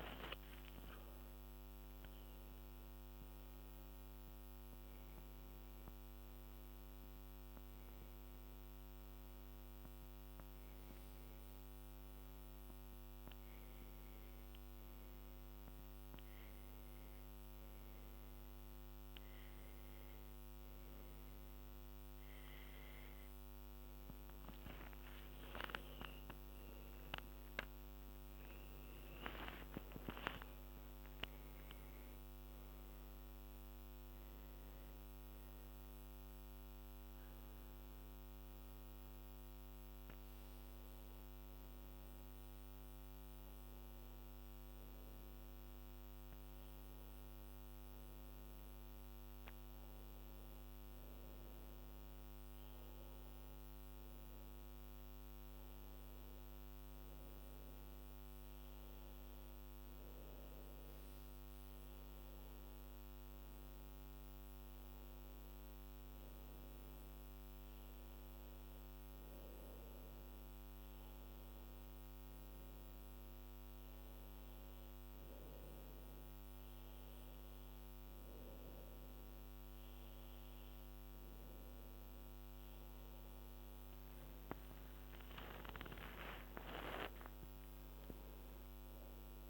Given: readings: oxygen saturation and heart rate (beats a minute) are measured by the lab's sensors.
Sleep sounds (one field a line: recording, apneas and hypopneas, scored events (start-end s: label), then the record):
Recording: breathing in sleep, hard to hear, by a microphone on the trachea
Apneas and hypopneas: none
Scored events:
0.00-2.00 s: arousal
26.50-31.00 s: arousal
31.00-89.49 s: new sleep stage, N2 (light sleep)
84.50-88.00 s: arousal
From the record:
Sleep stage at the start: N1 (lightest sleep)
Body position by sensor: on the back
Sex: female